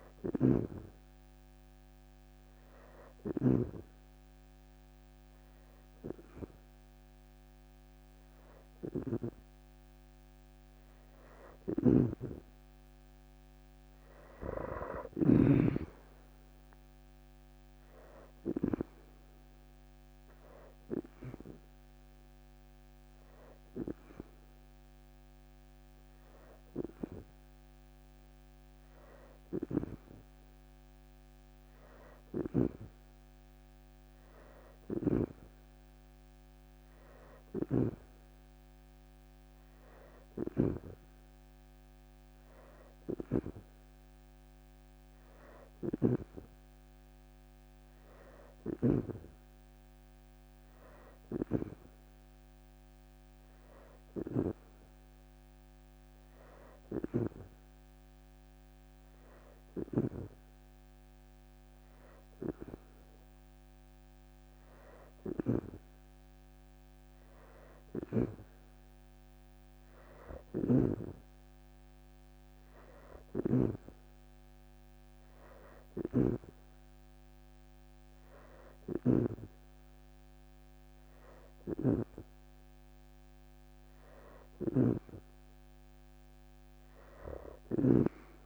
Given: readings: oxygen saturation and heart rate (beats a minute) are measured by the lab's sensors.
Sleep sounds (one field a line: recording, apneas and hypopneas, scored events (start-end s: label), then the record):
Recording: breathing in sleep by a microphone on the trachea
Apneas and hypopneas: 1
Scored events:
0.00-3.00 s: snoring (device-marked)
11.00-15.00 s: snoring (device-marked)
16.00-27.00 s: hypopnea (oxygen 91% before, 85% lowest, heart rate 65 before, 40 extreme, up 17 after)
18.50-21.00 s: leg movement (device-marked)
22.00-39.00 s: oxygen desaturation (device-marked, oxygen 89% before, 85% lowest, heart rate 69 before, 40 extreme)
29.00-32.50 s: arousal
31.50-37.50 s: snoring (device-marked)
45.00-59.50 s: snoring (device-marked)
72.00-74.00 s: leg movement (device-marked)
72.50-76.00 s: snoring (device-marked)
78.00-88.46 s: snoring (device-marked)
87.00-87.50 s: leg movement (device-marked)
From the record:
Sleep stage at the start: N2 (light sleep)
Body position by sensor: on the back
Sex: female